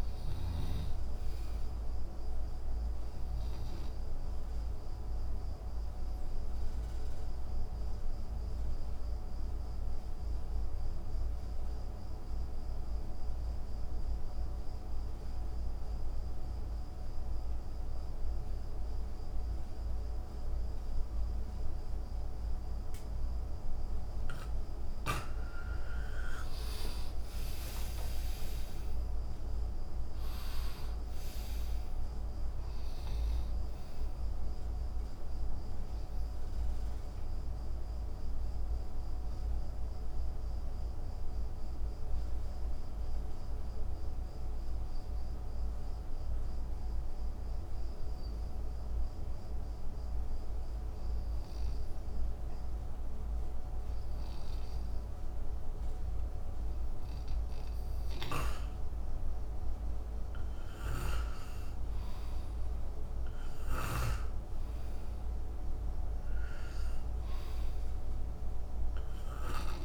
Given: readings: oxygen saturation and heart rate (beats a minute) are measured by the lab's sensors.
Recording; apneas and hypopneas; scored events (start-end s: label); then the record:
breathing in sleep, hard to hear, by a room microphone; 2
0.00-15.00 s: oxygen desaturation (device-marked, oxygen 86% lowest, heart rate 63 extreme)
4.50-24.50 s: obstructive apnea (oxygen 98% before, 83% lowest, heart rate 69 before, 61 extreme, up 12 after)
22.00-51.00 s: oxygen desaturation (device-marked, oxygen 97% before, 83% lowest, heart rate 67 before, 61 extreme)
27.00-31.00 s: arousal
37.50-59.00 s: obstructive apnea (oxygen 97% before, 83% lowest, heart rate 73 before, 62 extreme, up 4 after)
59.00-69.84 s: oxygen desaturation (device-marked, oxygen 98% before, 88% lowest, heart rate 64 before, 66 extreme)
61.00-64.50 s: arousal
From the record:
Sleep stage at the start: N2 (light sleep); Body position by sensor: on the back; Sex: male